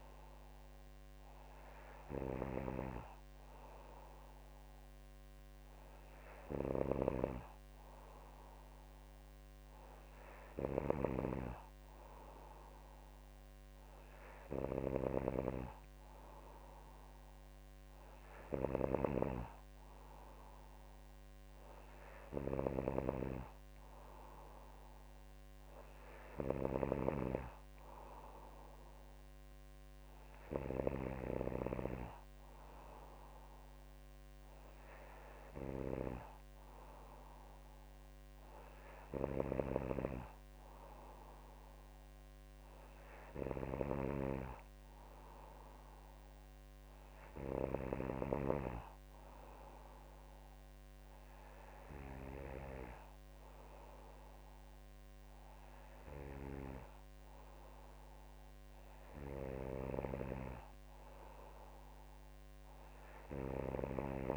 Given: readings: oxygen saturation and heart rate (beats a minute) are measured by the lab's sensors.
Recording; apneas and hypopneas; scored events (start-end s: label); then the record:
breathing in sleep by a microphone on the trachea; none
none scored
From the record:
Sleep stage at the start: N3 (deep sleep); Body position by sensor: on the back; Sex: female